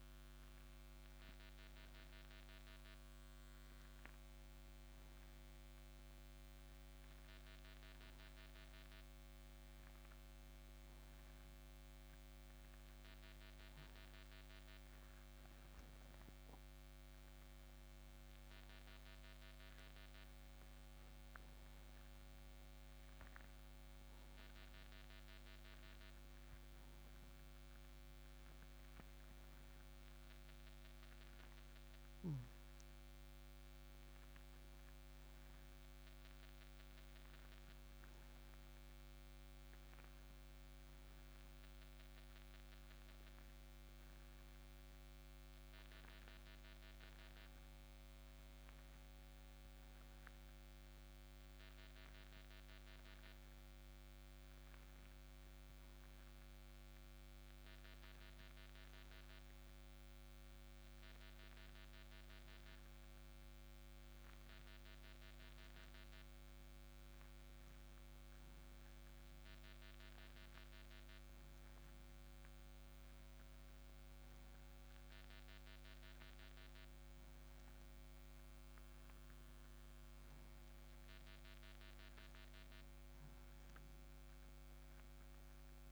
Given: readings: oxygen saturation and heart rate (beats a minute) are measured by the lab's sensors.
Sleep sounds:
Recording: breathing in sleep, hard to hear, by a microphone on the trachea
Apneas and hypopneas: none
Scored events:
15.50-85.92 s: new sleep stage, N2 (light sleep)
From the record:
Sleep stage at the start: N1 (lightest sleep)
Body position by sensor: on the right side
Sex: male

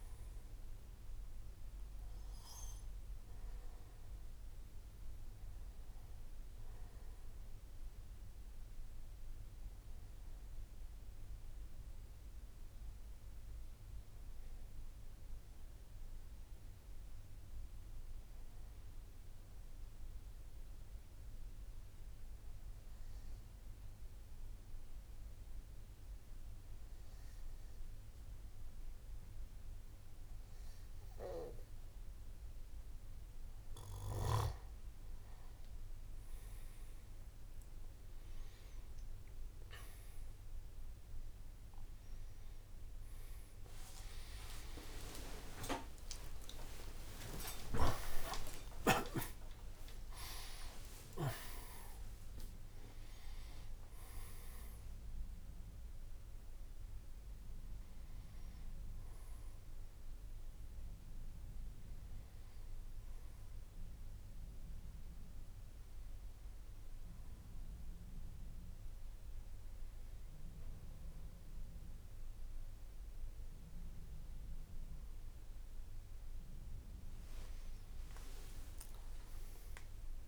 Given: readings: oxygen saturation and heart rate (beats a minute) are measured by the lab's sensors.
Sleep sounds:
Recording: breathing in sleep by a room microphone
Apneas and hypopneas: 1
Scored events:
13.50-33.50 s: hypopnea (oxygen 97% before, 94% lowest, heart rate 57 before, 54 extreme, up 9 after)
48.00-51.00 s: tachycardia (device-marked, heart rate 57 before, 97 extreme)
48.50-50.50 s: long interval between heartbeats (device-marked, heart rate 61 before, 87 extreme)
51.00-53.00 s: long interval between heartbeats (device-marked, heart rate 66 before, 102 extreme)
From the record:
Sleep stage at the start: N1 (lightest sleep)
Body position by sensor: on the back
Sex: male

